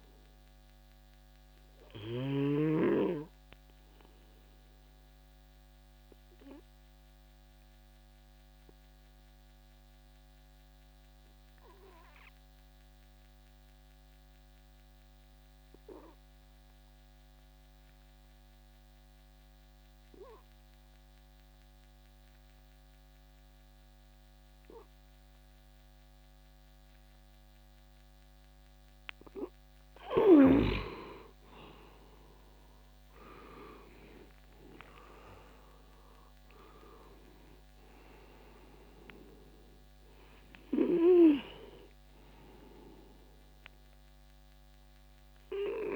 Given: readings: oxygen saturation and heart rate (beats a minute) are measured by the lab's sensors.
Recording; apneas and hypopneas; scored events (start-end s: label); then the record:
breathing in sleep by a microphone on the trachea; 1
5.00-29.50 s: obstructive apnea (oxygen 99% before, 89% lowest, heart rate 65 before, 58 extreme, up 23 after)
30.00-45.96 s: oxygen desaturation (device-marked, oxygen 97% before, 89% lowest, heart rate 62 before, 58 extreme)
31.50-36.00 s: arousal
From the record:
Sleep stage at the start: N2 (light sleep); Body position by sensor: on the back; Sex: male